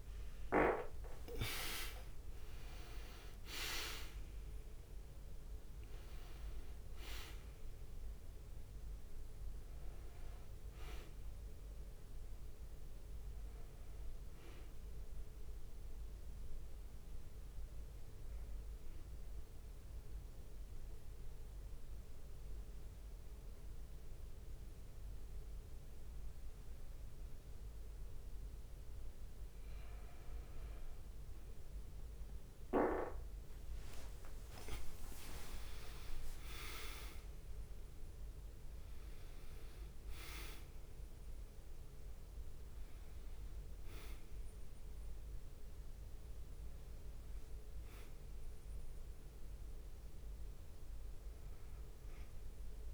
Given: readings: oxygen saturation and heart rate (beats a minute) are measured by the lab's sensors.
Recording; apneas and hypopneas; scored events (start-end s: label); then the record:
a person partly awake in a sleep study, by a room microphone; 1
0.00-20.00 s: oxygen desaturation (device-marked, oxygen 90% lowest)
0.00-29.00 s: bradycardia (device-marked)
3.50-5.50 s: long interval between heartbeats (device-marked)
14.00-52.94 s: new sleep stage, N1 (lightest sleep)
20.00-31.00 s: obstructive apnea (oxygen 98% before, 94% lowest)
26.00-29.50 s: leg movement (device-marked)
33.00-39.00 s: leg movement (device-marked)
34.00-38.50 s: arousal
36.00-41.00 s: bradycardia (device-marked)
39.50-44.00 s: leg movement (device-marked)
42.00-52.94 s: bradycardia (device-marked)
45.50-47.50 s: long interval between heartbeats (device-marked)
From the record:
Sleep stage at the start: awake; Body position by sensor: on the back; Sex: male